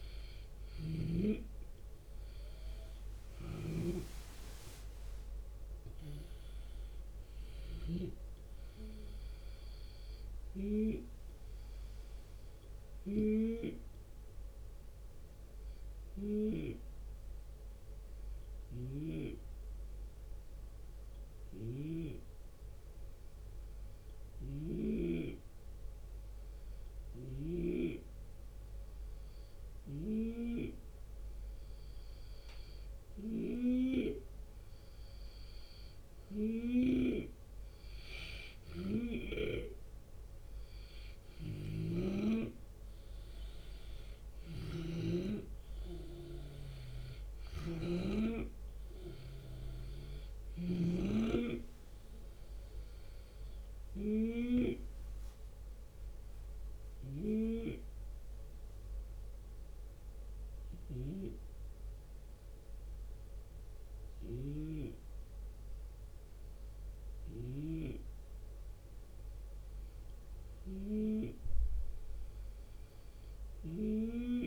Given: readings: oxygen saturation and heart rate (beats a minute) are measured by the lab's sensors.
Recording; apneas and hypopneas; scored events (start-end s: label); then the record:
breathing in sleep by a room microphone; 2
0.00-3.00 s: oxygen desaturation (device-marked, oxygen 88% lowest)
0.00-16.00 s: snoring (device-marked)
12.50-34.50 s: hypopnea (oxygen 91% before, 86% lowest)
18.00-21.50 s: snoring (device-marked)
23.50-47.50 s: snoring (device-marked)
37.50-40.50 s: arousal
45.00-60.00 s: oxygen desaturation (device-marked, oxygen 91% before, 87% lowest)
53.00-70.00 s: hypopnea (oxygen 92% before, 87% lowest)
67.00-74.47 s: snoring (device-marked)
From the record:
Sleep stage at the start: N2 (light sleep); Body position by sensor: on the left side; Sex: male